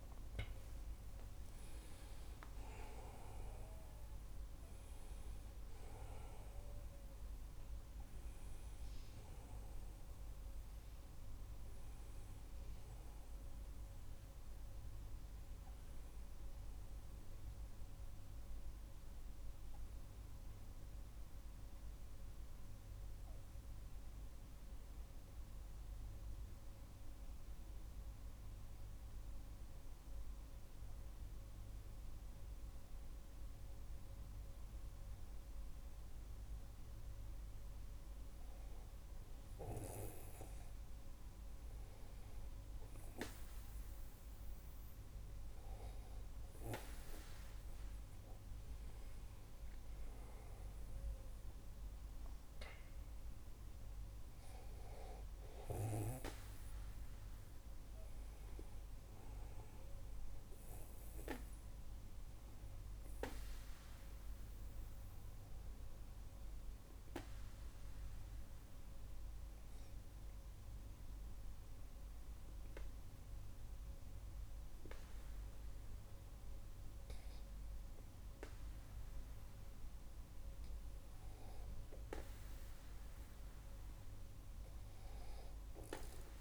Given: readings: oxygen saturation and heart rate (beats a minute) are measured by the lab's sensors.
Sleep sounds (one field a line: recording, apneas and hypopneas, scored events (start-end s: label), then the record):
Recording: breathing in sleep by a room microphone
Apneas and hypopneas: 2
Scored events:
0.00-2.00 s: arousal
22.00-35.50 s: obstructive apnea (oxygen 97% before, 96% lowest, heart rate 58 before, 39 extreme, up 20 after)
38.50-43.50 s: arousal
64.50-80.00 s: obstructive apnea (oxygen 98% before, 94% lowest, heart rate 53 before, 43 extreme, up 9 after)
From the record:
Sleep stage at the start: N2 (light sleep)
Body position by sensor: on the back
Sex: male